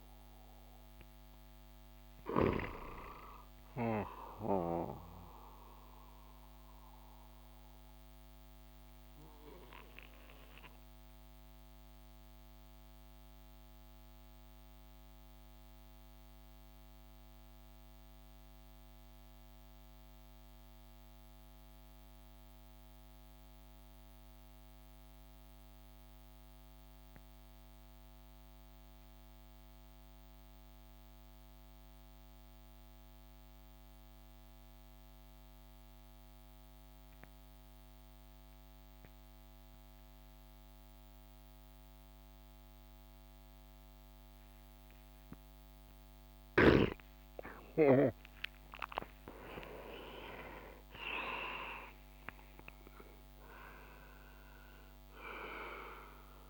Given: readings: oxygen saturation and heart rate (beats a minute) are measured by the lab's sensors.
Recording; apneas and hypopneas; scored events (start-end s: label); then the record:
breathing in sleep by a microphone on the trachea; 1
0.00-11.00 s: oxygen desaturation (device-marked, oxygen 91% lowest)
4.50-48.00 s: mixed apnea (oxygen 96% before, 90% lowest)
37.00-56.50 s: oxygen desaturation (device-marked, oxygen 97% before, 90% lowest)
49.50-54.50 s: arousal
From the record:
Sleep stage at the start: N2 (light sleep); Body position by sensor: on the back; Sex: male